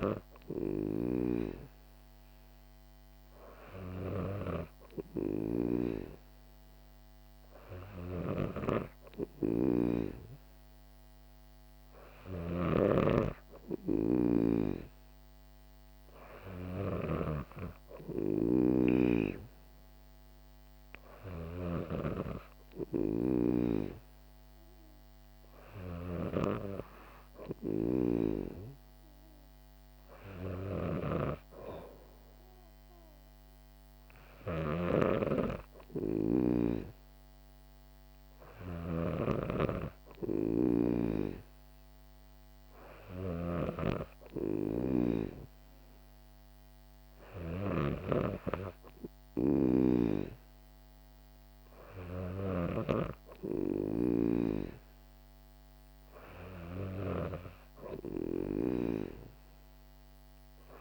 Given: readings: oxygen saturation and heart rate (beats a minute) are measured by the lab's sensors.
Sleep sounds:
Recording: breathing in sleep by a microphone on the trachea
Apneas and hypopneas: none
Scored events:
5.50-13.00 s: snoring (device-marked)
23.00-53.00 s: snoring (device-marked)
From the record:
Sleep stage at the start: N2 (light sleep)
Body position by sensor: on the back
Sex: female

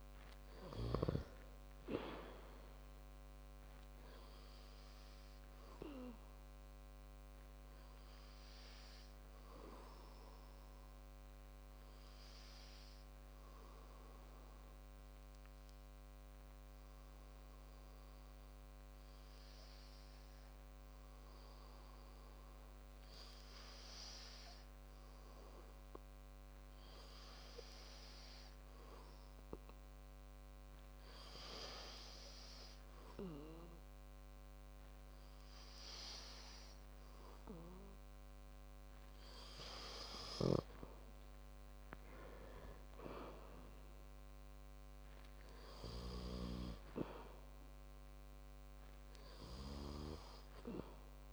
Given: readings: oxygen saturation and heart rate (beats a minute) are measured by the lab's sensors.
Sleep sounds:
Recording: breathing in sleep by a microphone on the trachea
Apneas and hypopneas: 1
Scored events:
0.00-3.00 s: arousal
13.00-36.00 s: hypopnea (oxygen 98% before, 88% lowest, heart rate 65 before, 53 extreme, up 5 after)
21.50-31.50 s: oxygen desaturation (device-marked, oxygen 97% before, 94% lowest, heart rate 60 before, 56 extreme)
42.50-46.50 s: arousal
From the record:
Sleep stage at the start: N2 (light sleep)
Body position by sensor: on the back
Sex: male

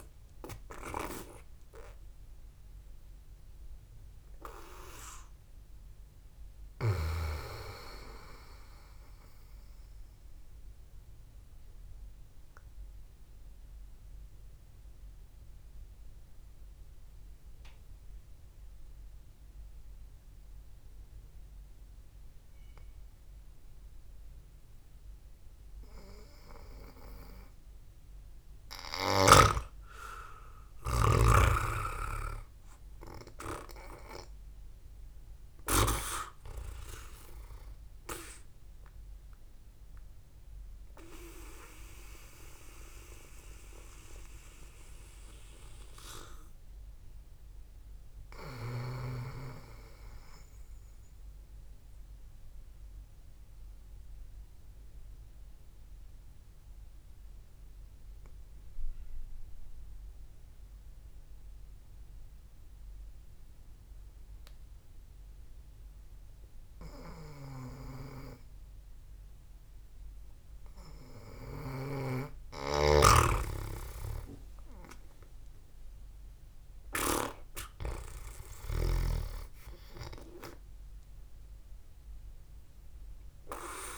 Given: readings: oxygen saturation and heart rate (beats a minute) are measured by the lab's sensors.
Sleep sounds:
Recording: breathing in sleep by a room microphone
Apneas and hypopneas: 2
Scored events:
9.00-22.00 s: oxygen desaturation (device-marked, oxygen 97% before, 92% lowest, heart rate 67 before, 63 extreme)
11.00-28.50 s: obstructive apnea (oxygen 98% before, 92% lowest, heart rate 67 before, 62 extreme, up 5 after)
31.00-34.50 s: arousal
53.00-69.50 s: obstructive apnea (oxygen 98% before, 93% lowest, heart rate 65 before, 58 extreme, up 1 after)
72.50-76.00 s: arousal
76.00-83.98 s: oxygen desaturation (device-marked, oxygen 98% before, 93% lowest, heart rate 68 before, 58 extreme)
From the record:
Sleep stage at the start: N2 (light sleep)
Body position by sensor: on the back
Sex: male

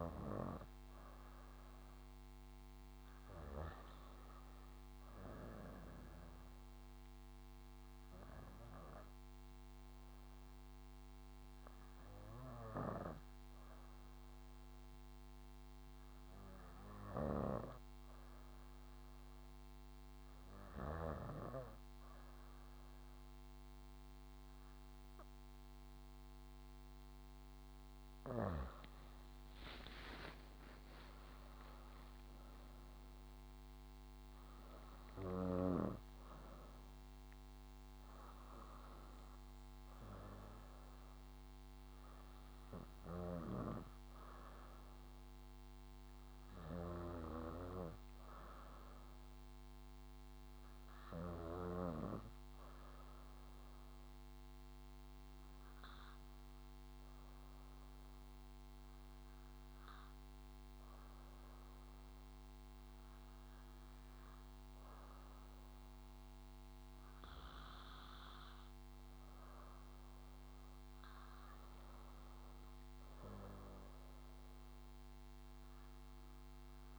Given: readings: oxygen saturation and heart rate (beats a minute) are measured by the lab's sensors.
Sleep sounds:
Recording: breathing in sleep by a microphone on the trachea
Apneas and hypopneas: 2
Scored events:
8.50-28.00 s: hypopnea (oxygen 100% before, 96% lowest, heart rate 65 before, 58 extreme, up 19 after)
13.00-21.50 s: snoring (device-marked)
29.50-33.50 s: arousal
30.00-32.00 s: long interval between heartbeats (device-marked, heart rate 65 before, 76 extreme)
43.50-52.00 s: snoring (device-marked)
57.00-71.50 s: obstructive apnea (oxygen 98% before, 95% lowest, heart rate 64 before, 61 extreme, up 4 after)
73.50-76.99 s: arousal
From the record:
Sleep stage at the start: N2 (light sleep)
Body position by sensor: on the back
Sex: female

